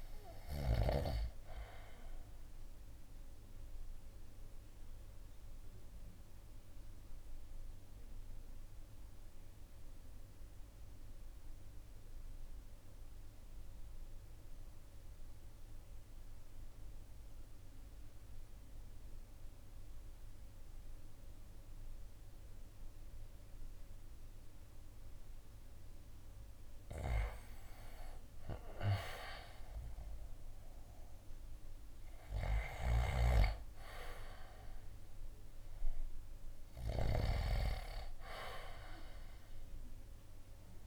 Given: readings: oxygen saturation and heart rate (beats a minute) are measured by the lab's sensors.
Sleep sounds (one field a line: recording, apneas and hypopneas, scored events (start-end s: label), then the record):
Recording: breathing in sleep by a room microphone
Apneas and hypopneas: 1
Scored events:
0.00-15.00 s: oxygen desaturation (device-marked, oxygen 86% lowest, heart rate 52 extreme)
1.50-26.00 s: obstructive apnea (oxygen 97% before, 84% lowest, heart rate 60 before, 52 extreme, up 8 after)
28.50-33.00 s: arousal
32.50-37.00 s: snoring (device-marked)
33.00-40.87 s: drop in pulse transit time (device-marked, heart rate 54 before, 55 extreme)
34.00-40.87 s: oxygen desaturation (device-marked, oxygen 96% before, 84% lowest, heart rate 54 before, 52 extreme)
From the record:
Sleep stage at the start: REM sleep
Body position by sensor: on the right side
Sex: male